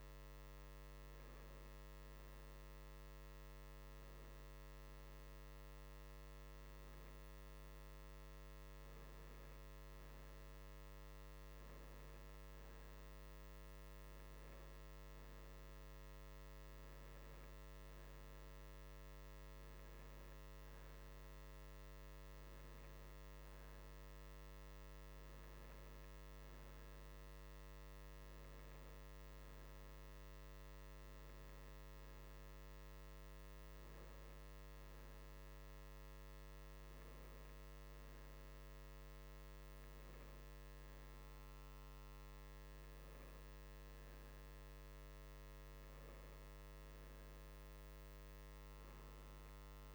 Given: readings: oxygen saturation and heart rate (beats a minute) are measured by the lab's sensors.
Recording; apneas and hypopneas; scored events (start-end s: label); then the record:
breathing in sleep, hard to hear, by a microphone on the trachea; none
none scored
From the record:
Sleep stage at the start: N2 (light sleep); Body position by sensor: on the right side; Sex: male